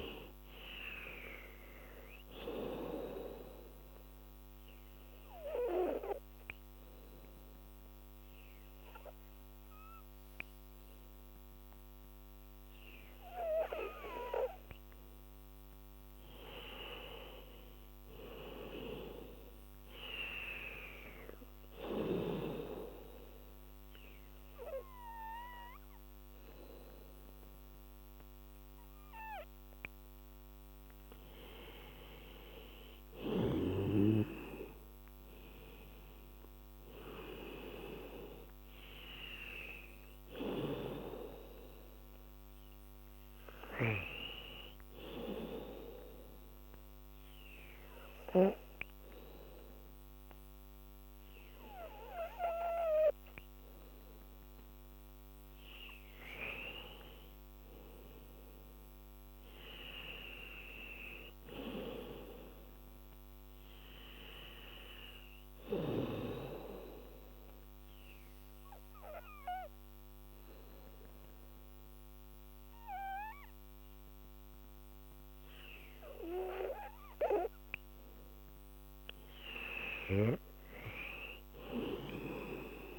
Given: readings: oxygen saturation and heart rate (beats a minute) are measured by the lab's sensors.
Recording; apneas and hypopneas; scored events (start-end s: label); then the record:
breathing in sleep by a microphone on the trachea; 3
0.00-14.00 s: oxygen desaturation (device-marked, oxygen 89% lowest, heart rate 75 extreme)
4.00-15.00 s: obstructive apnea (oxygen 97% before, 89% lowest, heart rate 85 before, 78 extreme, up 13 after)
16.50-20.00 s: arousal
23.00-33.00 s: oxygen desaturation (device-marked, oxygen 98% before, 91% lowest, heart rate 81 before, 78 extreme)
34.00-37.50 s: arousal
45.50-56.50 s: obstructive apnea (oxygen 98% before, 91% lowest, heart rate 81 before, 78 extreme, up 6 after)
58.00-61.50 s: arousal
63.00-74.00 s: oxygen desaturation (device-marked, oxygen 98% before, 93% lowest, heart rate 82 before, 78 extreme)
67.00-78.50 s: obstructive apnea (oxygen 98% before, 87% lowest, heart rate 84 before, 78 extreme, up 9 after)
80.50-82.99 s: arousal
81.00-82.99 s: oxygen desaturation (device-marked, oxygen 97% before, 91% lowest, heart rate 82 before, 77 extreme)
From the record:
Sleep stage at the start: N2 (light sleep); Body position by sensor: on the back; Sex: female